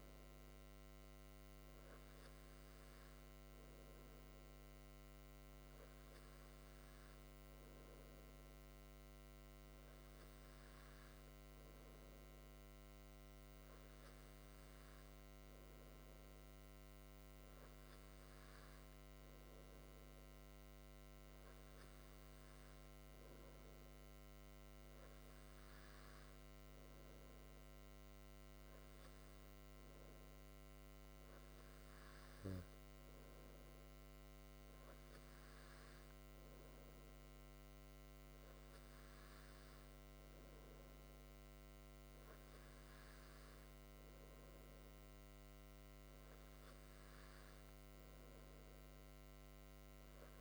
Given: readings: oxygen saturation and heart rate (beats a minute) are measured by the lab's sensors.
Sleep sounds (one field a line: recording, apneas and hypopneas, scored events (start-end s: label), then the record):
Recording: breathing in sleep, hard to hear, by a microphone on the trachea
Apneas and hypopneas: none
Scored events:
none scored
From the record:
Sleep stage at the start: N2 (light sleep)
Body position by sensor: on the back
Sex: male